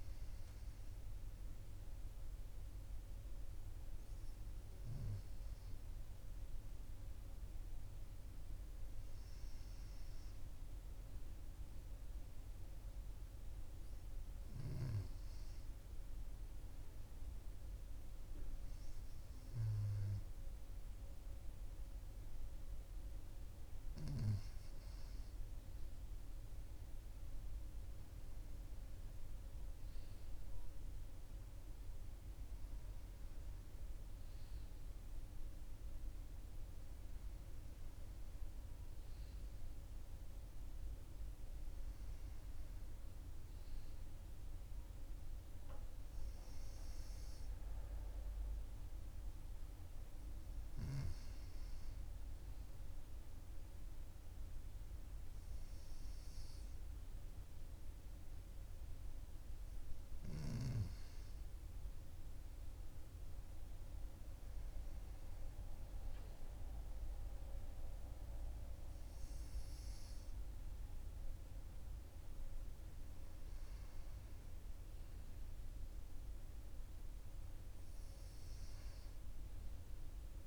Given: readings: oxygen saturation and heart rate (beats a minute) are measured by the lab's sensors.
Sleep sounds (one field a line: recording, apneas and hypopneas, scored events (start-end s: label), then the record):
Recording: breathing in sleep, hard to hear, by a room microphone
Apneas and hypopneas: none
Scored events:
none scored
From the record:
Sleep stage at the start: N2 (light sleep)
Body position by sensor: on the right side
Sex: male